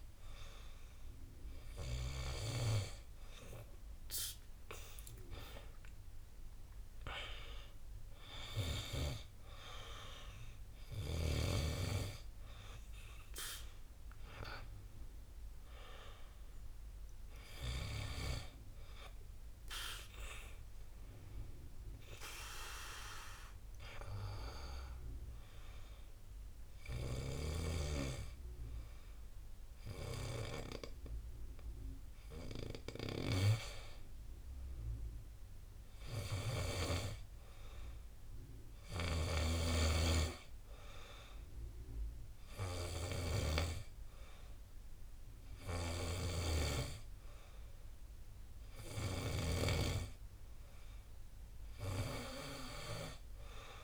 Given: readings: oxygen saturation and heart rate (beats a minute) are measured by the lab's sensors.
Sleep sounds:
breathing in sleep by a room microphone; 1
5.00-8.00 s: arousal
23.50-34.00 s: hypopnea (oxygen 97% before, 91% lowest, heart rate 60 before, 54 extreme, up 8 after)
37.00-40.00 s: arousal
From the record:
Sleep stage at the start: N2 (light sleep); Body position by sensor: on the back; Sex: male

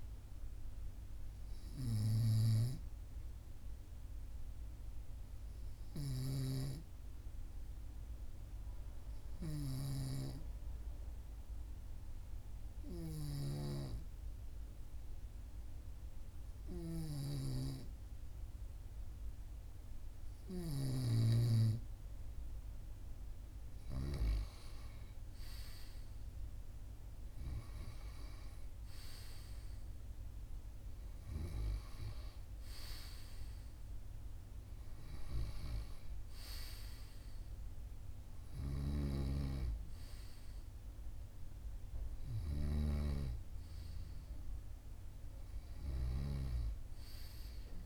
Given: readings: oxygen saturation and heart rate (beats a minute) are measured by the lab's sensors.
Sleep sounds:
breathing in sleep by a room microphone; 1
3.50-20.00 s: obstructive apnea (oxygen 97% before, 95% lowest, heart rate 44 before, 43 extreme, up 1 after)
21.50-24.50 s: arousal
From the record:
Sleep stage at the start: N2 (light sleep); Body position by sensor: on the right side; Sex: male

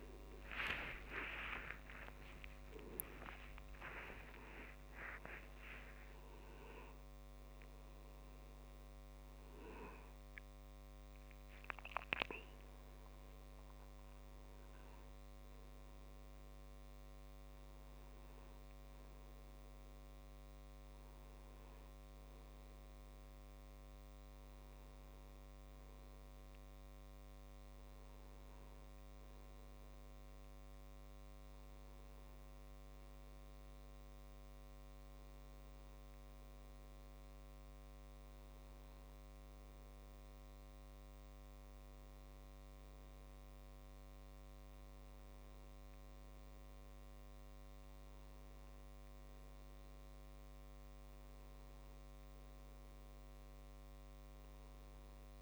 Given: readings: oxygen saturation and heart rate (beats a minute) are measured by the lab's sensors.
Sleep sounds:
a person awake in a sleep study, by a microphone on the trachea; none
0.00-8.50 s: oxygen desaturation (device-marked, oxygen 92% lowest)
36.50-55.41 s: new sleep stage, N1 (lightest sleep)
From the record:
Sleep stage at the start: awake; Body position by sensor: on the back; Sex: male

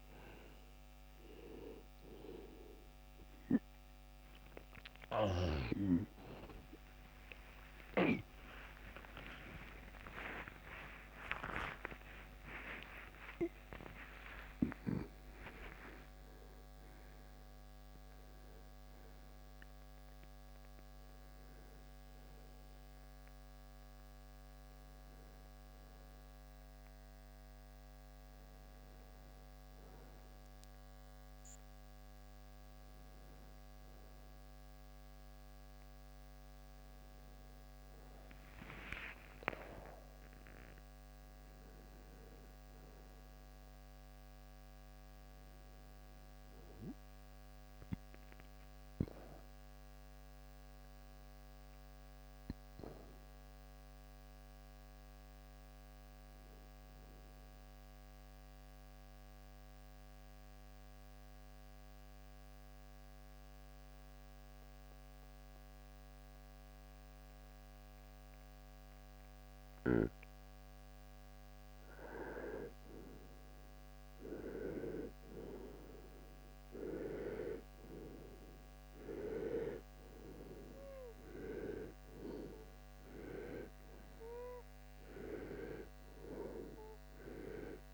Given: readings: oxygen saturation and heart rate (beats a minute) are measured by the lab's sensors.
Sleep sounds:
a person partly awake in a sleep study, by a microphone on the trachea; 1
9.50-39.50 s: new sleep stage, awake
30.50-51.50 s: oxygen desaturation (device-marked, oxygen 96% before, 83% lowest, heart rate 98 before, 56 extreme)
39.50-69.50 s: new sleep stage, N1 (lightest sleep)
57.00-71.50 s: mixed apnea (oxygen 97% before, 85% lowest, heart rate 71 before, 53 extreme, up 6 after)
69.50-87.94 s: new sleep stage, N2 (light sleep)
70.50-87.94 s: oxygen desaturation (device-marked, oxygen 97% before, 85% lowest, heart rate 68 before, 53 extreme)
75.50-82.00 s: arousal
From the record:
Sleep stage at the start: N2 (light sleep); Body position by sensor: on the right side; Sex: male

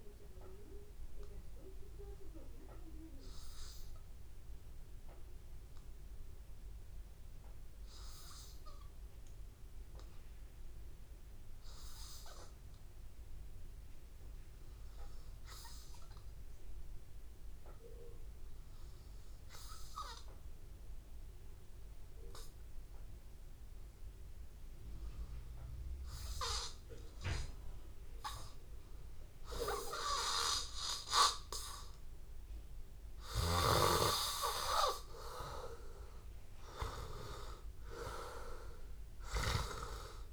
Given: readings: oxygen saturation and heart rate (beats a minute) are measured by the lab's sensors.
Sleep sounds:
breathing in sleep by a room microphone; 1
4.00-33.50 s: hypopnea (oxygen 99% before, 88% lowest, heart rate 86 before, 83 extreme, up 2 after)
9.00-40.33 s: oxygen desaturation (device-marked, oxygen 99% before, 88% lowest, heart rate 86 before, 82 extreme)
35.00-37.50 s: arousal
From the record:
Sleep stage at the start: N2 (light sleep); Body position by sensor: on the back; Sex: male

